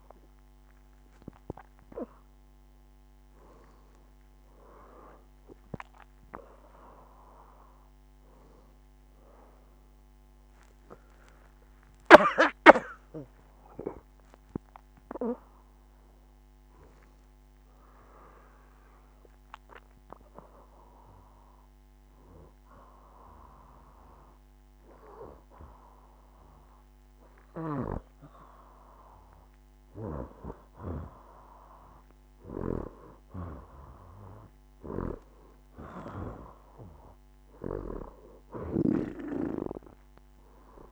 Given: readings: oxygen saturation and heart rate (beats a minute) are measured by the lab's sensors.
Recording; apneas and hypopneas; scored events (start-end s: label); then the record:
breathing in sleep by a microphone on the trachea; 1
0.00-10.00 s: oxygen desaturation (device-marked, oxygen 90% lowest, heart rate 75 extreme)
12.50-16.00 s: arousal
18.00-29.50 s: hypopnea (oxygen 95% before, 91% lowest, heart rate 89 before, 75 extreme, up 5 after)
32.00-35.50 s: arousal
38.00-40.92 s: oxygen desaturation (device-marked, oxygen 96% before, 91% lowest, heart rate 79 before, 80 extreme)
From the record:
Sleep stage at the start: N2 (light sleep); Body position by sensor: on the back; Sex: female